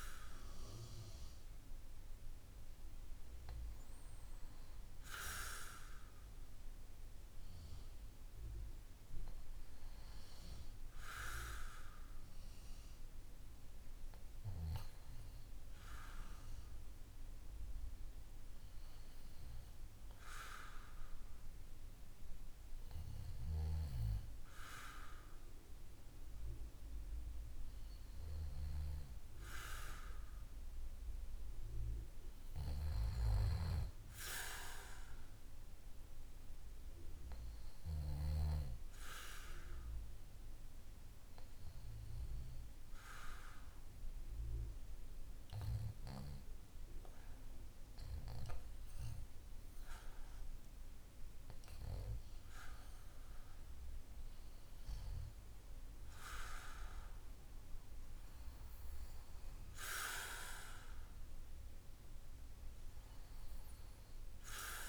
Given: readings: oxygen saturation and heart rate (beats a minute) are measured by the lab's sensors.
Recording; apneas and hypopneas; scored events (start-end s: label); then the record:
breathing in sleep by a room microphone; 2
16.50-29.00 s: hypopnea (oxygen 97% before, 94% lowest, heart rate 56 before, 50 extreme, up 4 after)
31.50-35.00 s: arousal
41.50-53.50 s: hypopnea (oxygen 97% before, 94% lowest, heart rate 53 before, 50 extreme, up 3 after)
58.00-62.00 s: arousal
From the record:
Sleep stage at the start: REM sleep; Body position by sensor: on the back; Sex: male